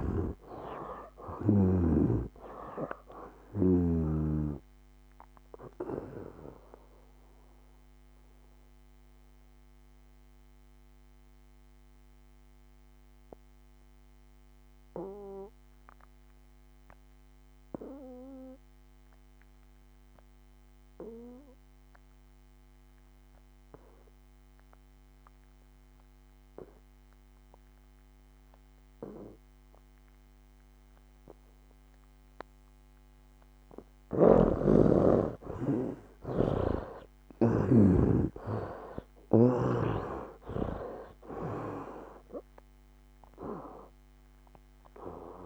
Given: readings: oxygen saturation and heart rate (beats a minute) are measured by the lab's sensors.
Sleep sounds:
breathing in sleep by a microphone on the trachea; 1
0.00-26.00 s: oxygen desaturation (device-marked, oxygen 73% lowest, heart rate 66 extreme)
5.00-34.00 s: mixed apnea (oxygen 97% before, 73% lowest, heart rate 75 before, 66 extreme, up 13 after)
32.00-45.46 s: oxygen desaturation (device-marked, oxygen 99% before, 73% lowest, heart rate 69 before, 65 extreme)
37.00-41.00 s: arousal
From the record:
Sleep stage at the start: N2 (light sleep); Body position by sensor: on the back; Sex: male

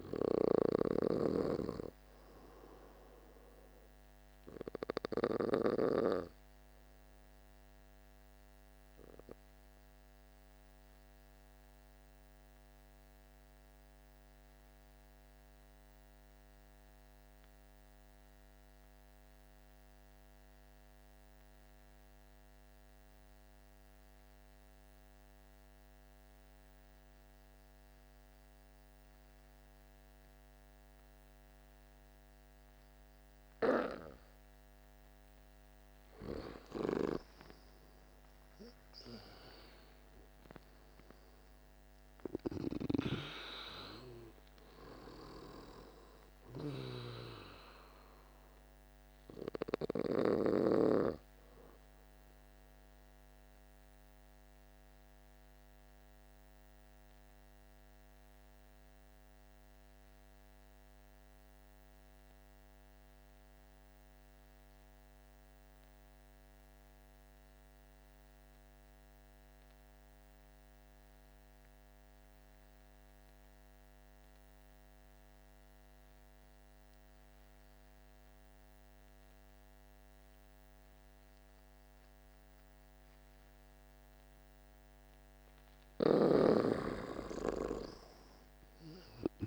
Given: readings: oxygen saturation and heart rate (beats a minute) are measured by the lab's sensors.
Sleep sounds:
breathing in sleep by a microphone on the trachea; 2
0.00-18.00 s: oxygen desaturation (device-marked, oxygen 86% lowest, heart rate 47 extreme)
10.00-33.00 s: obstructive apnea (oxygen 97% before, 85% lowest, heart rate 54 before, 48 extreme, up 10 after)
33.00-65.00 s: oxygen desaturation (device-marked, oxygen 99% before, 85% lowest, heart rate 49 before, 47 extreme)
34.50-38.50 s: arousal
54.50-85.00 s: obstructive apnea (oxygen 99% before, 85% lowest, heart rate 55 before, 47 extreme, up 9 after)
82.00-89.47 s: oxygen desaturation (device-marked, oxygen 99% before, 85% lowest, heart rate 49 before, 48 extreme)
88.00-89.47 s: arousal
From the record:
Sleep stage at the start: N2 (light sleep); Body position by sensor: on the back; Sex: male

